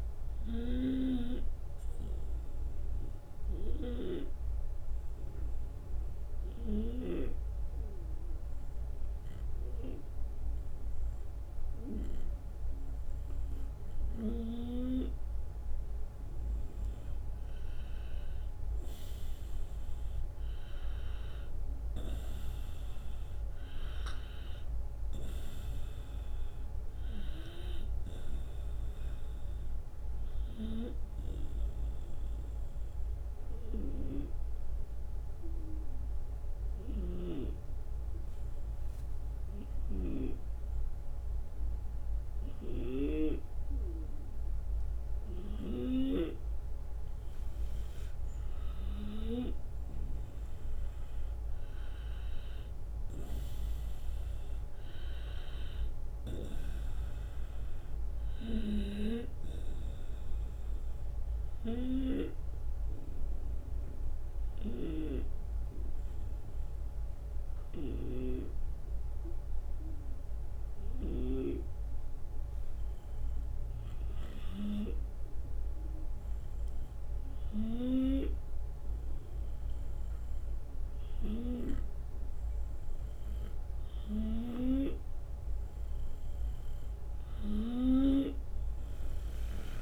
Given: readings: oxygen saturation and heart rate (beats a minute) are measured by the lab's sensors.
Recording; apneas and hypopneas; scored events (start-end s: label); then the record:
breathing in sleep by a room microphone; 3
3.00-15.00 s: obstructive apnea (oxygen 94% before, 88% lowest)
17.00-22.50 s: arousal
25.00-42.00 s: oxygen desaturation (device-marked, oxygen 93% before, 89% lowest)
32.00-47.00 s: obstructive apnea (oxygen 93% before, 87% lowest)
50.50-55.00 s: arousal
54.00-75.00 s: oxygen desaturation (device-marked, oxygen 95% before, 88% lowest)
61.00-80.50 s: obstructive apnea (oxygen 95% before, 87% lowest)
64.50-68.00 s: snoring (device-marked)
83.00-88.50 s: arousal
88.00-89.82 s: oxygen desaturation (device-marked, oxygen 95% before, 87% lowest)
From the record:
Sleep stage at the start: N2 (light sleep); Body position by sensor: on the right side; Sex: male